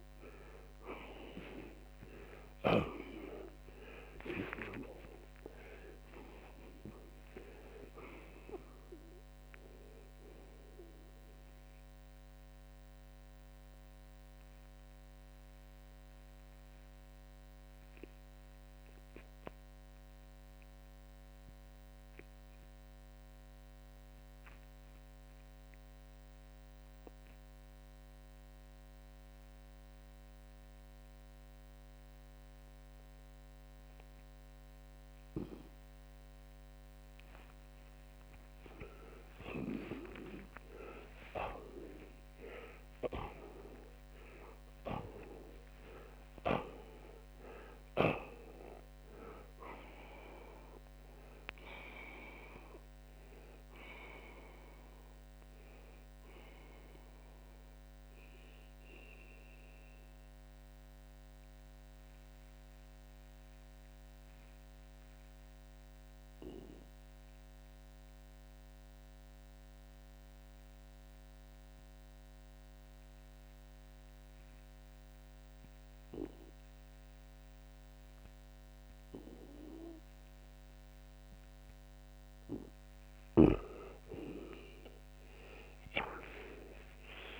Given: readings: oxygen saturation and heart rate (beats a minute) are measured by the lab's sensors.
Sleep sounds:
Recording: breathing in sleep by a microphone on the trachea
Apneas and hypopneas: 2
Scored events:
0.00-1.00 s: arousal
11.50-36.50 s: obstructive apnea (oxygen 89% before, 82% lowest, heart rate 107 before, 52 extreme)
23.00-38.00 s: oxygen desaturation (device-marked, oxygen 88% before, 82% lowest, heart rate 98 before, 52 extreme)
39.00-44.00 s: arousal
56.50-82.50 s: obstructive apnea (oxygen 89% before, 81% lowest)
67.00-87.39 s: oxygen desaturation (device-marked, oxygen 89% before, 82% lowest)
85.00-87.39 s: arousal
From the record:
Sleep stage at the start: N2 (light sleep)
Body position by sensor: on the back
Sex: male

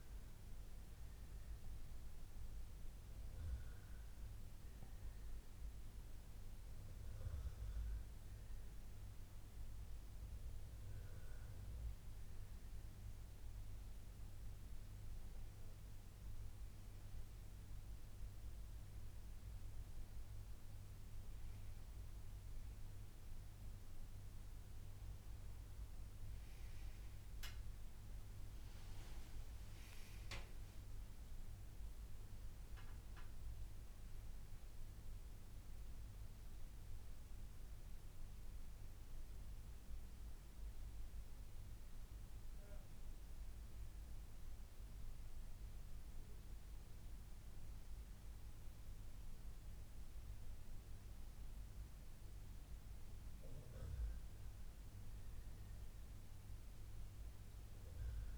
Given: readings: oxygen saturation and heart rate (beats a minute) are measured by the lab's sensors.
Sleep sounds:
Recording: breathing in sleep, hard to hear, by a room microphone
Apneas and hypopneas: none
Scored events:
15.00-17.00 s: long interval between heartbeats (device-marked, heart rate 107 before, 107 extreme)
43.50-45.50 s: long interval between heartbeats (device-marked, heart rate 112 before, 108 extreme)
52.50-54.50 s: long interval between heartbeats (device-marked, heart rate 109 before, 104 extreme)
From the record:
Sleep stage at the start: N1 (lightest sleep)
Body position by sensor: on the back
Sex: male

